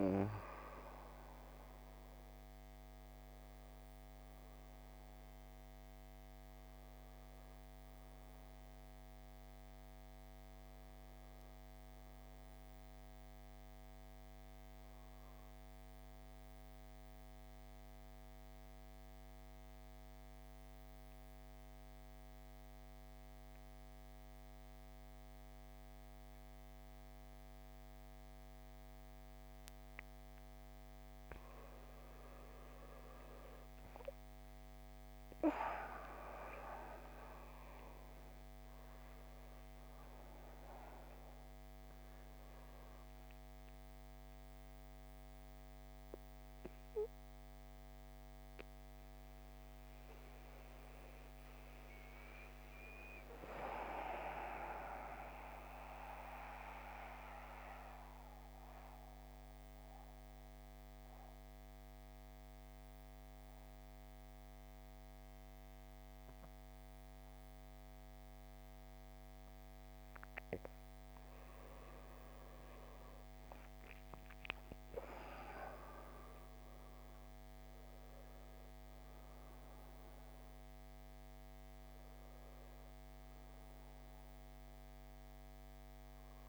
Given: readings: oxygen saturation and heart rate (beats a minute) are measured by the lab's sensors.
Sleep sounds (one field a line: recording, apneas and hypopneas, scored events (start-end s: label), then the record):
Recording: breathing in sleep by a microphone on the trachea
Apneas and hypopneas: 2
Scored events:
0.00-19.00 s: oxygen desaturation (device-marked, oxygen 87% lowest, heart rate 49 extreme)
15.00-31.00 s: central apnea (oxygen 97% before, 87% lowest, heart rate 61 before, 48 extreme, up 13 after)
34.50-38.00 s: arousal
39.00-59.00 s: oxygen desaturation (device-marked, oxygen 97% before, 91% lowest, heart rate 53 before, 48 extreme)
43.50-69.50 s: mixed apnea (oxygen 97% before, 89% lowest, heart rate 56 before, 48 extreme, up 14 after)
71.00-76.00 s: arousal
76.00-86.49 s: oxygen desaturation (device-marked, oxygen 97% before, 89% lowest, heart rate 53 before, 48 extreme)
From the record:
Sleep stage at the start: N2 (light sleep)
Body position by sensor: on the back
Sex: male